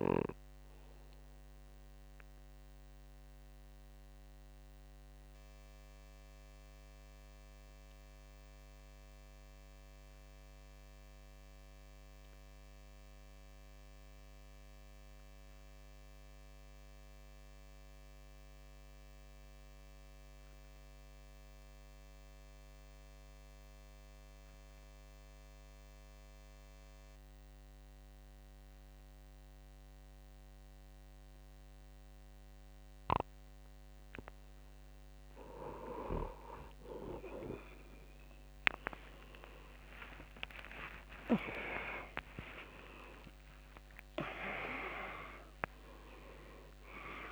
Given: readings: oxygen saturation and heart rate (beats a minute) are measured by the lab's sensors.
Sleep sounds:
breathing in sleep by a microphone on the trachea; 1
0.00-1.00 s: snoring (device-marked)
1.00-33.50 s: obstructive apnea (oxygen 94% before, 85% lowest, heart rate 63 before, 59 extreme, up 8 after)
25.00-47.32 s: oxygen desaturation (device-marked, oxygen 95% before, 85% lowest, heart rate 60 before, 61 extreme)
39.00-44.50 s: arousal
44.00-46.00 s: long interval between heartbeats (device-marked, heart rate 66 before, 125 extreme)
46.00-47.32 s: long interval between heartbeats (device-marked, heart rate 73 before, 149 extreme)
From the record:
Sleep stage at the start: N2 (light sleep); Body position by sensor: on the right side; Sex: male

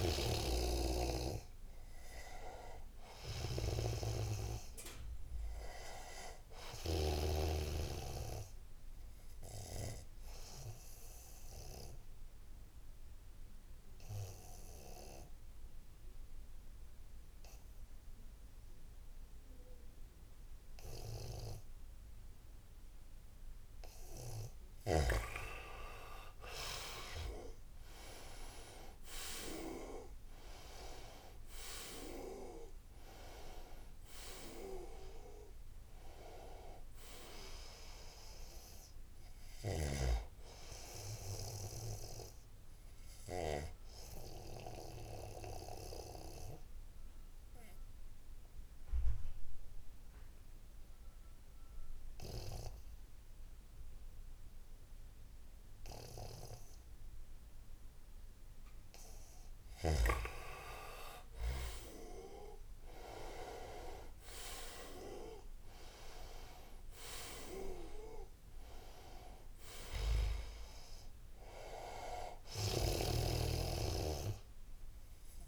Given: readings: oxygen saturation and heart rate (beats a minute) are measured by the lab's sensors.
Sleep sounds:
breathing in sleep by a room microphone; 2
0.00-7.50 s: snoring (device-marked)
8.50-24.00 s: obstructive apnea (oxygen 96% before, 86% lowest, heart rate 81 before, 74 extreme, up 7 after)
26.00-30.50 s: arousal
26.00-53.00 s: oxygen desaturation (device-marked, oxygen 97% before, 86% lowest, heart rate 80 before, 66 extreme)
42.00-58.50 s: obstructive apnea (oxygen 97% before, 86% lowest, heart rate 82 before, 66 extreme, up 9 after)
61.00-65.00 s: arousal
62.00-75.47 s: oxygen desaturation (device-marked, oxygen 99% before, 89% lowest, heart rate 78 before, 70 extreme)
From the record:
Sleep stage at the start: N2 (light sleep); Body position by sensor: on the right side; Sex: male

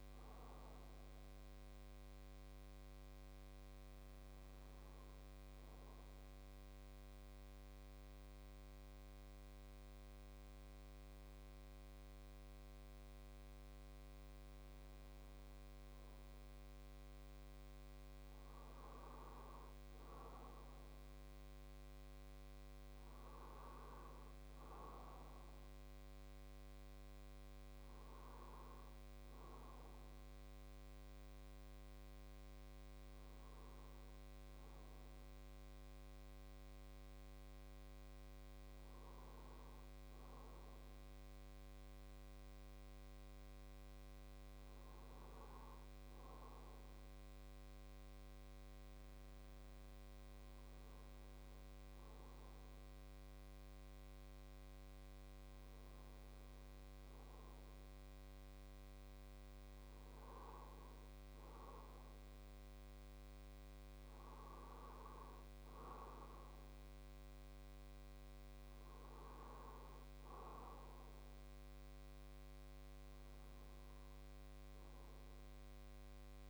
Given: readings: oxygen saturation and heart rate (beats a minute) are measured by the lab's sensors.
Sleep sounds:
breathing in sleep, hard to hear, by a microphone on the trachea; 1
0.00-14.50 s: oxygen desaturation (device-marked, oxygen 96% lowest, heart rate 105 extreme)
5.00-17.50 s: hypopnea (oxygen 100% before, 95% lowest, heart rate 147 before, 105 extreme, up 0 after)
20.00-23.50 s: arousal
27.50-76.50 s: new sleep stage, N2 (light sleep)
From the record:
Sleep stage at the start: N1 (lightest sleep); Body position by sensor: on the right side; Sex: male

